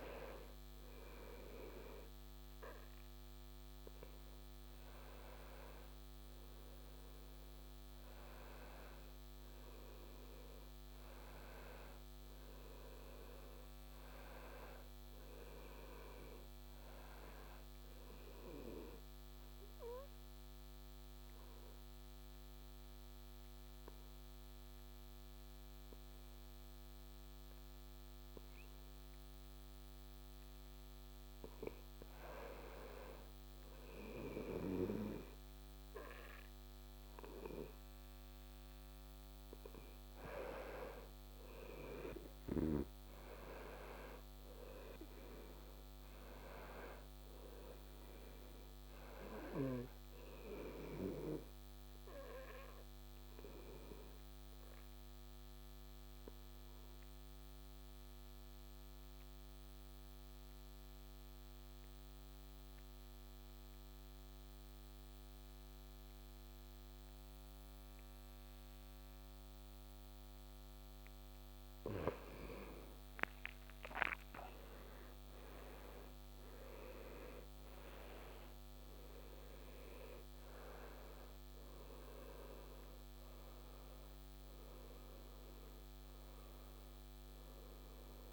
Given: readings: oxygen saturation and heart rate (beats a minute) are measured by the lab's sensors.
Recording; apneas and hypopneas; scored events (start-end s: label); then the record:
breathing in sleep by a microphone on the trachea; 2
0.00-8.50 s: oxygen desaturation (device-marked, oxygen 92% lowest, heart rate 68 extreme)
12.50-16.50 s: arousal
19.00-30.50 s: obstructive apnea (oxygen 96% before, 86% lowest, heart rate 70 before, 68 extreme)
31.00-34.50 s: arousal
35.50-49.50 s: oxygen desaturation (device-marked, oxygen 96% before, 90% lowest, heart rate 71 before, 67 extreme)
52.00-71.00 s: obstructive apnea (oxygen 96% before, 86% lowest, heart rate 71 before, 67 extreme, up 8 after)
67.50-88.33 s: oxygen desaturation (device-marked, oxygen 96% before, 86% lowest, heart rate 72 before, 64 extreme)
72.00-77.50 s: arousal
From the record:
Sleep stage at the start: N2 (light sleep); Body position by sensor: on the back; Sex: male